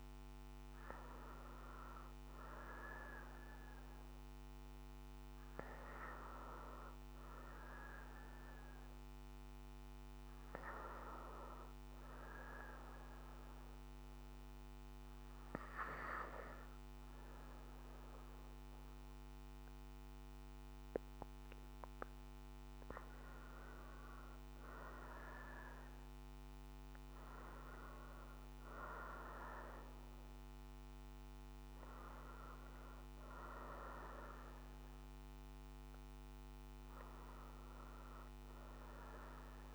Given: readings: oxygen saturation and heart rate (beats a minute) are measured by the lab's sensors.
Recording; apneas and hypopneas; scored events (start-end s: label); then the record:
breathing in sleep by a microphone on the trachea; none
27.50-38.50 s: oxygen desaturation (device-marked, oxygen 91% before, 87% lowest, heart rate 63 before, 62 extreme)
From the record:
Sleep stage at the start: N2 (light sleep); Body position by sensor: on the right side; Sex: female